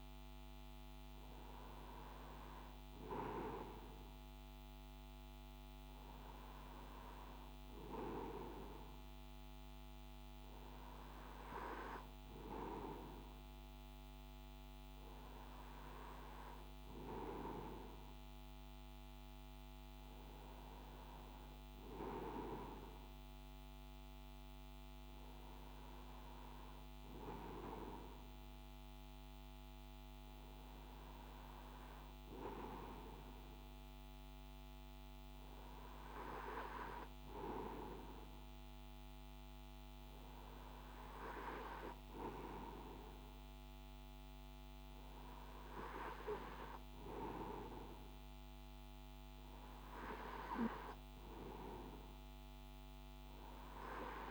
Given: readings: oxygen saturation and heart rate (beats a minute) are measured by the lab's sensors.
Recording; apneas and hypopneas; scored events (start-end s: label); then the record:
breathing in sleep by a microphone on the trachea; none
none scored
From the record:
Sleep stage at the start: N2 (light sleep); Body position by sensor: on the right side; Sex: male